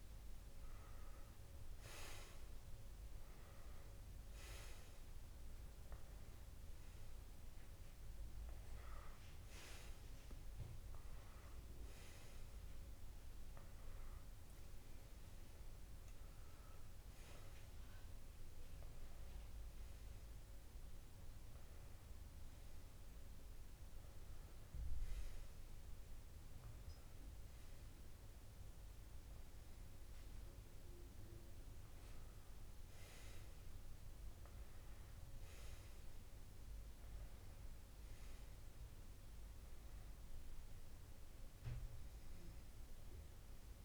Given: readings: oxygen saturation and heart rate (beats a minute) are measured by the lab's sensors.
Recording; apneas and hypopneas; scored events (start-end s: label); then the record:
breathing in sleep, hard to hear, by a room microphone; none
none scored
From the record:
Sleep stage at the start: N2 (light sleep); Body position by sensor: on the left side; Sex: male